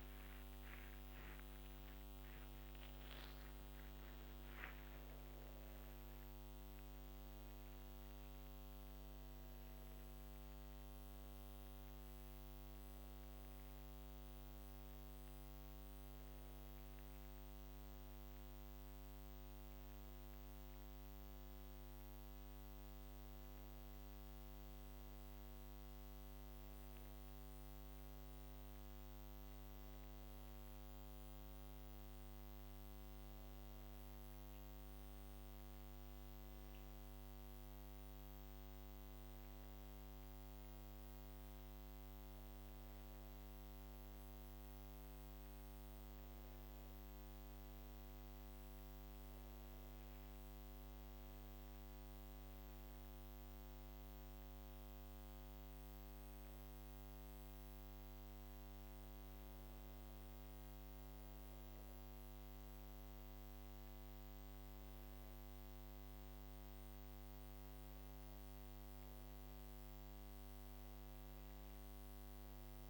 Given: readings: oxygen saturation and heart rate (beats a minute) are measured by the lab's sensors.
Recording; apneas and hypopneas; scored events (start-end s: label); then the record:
a person awake in a sleep study, hard to hear, by a microphone on the trachea; none
none scored
From the record:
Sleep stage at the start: awake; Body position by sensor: on the back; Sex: female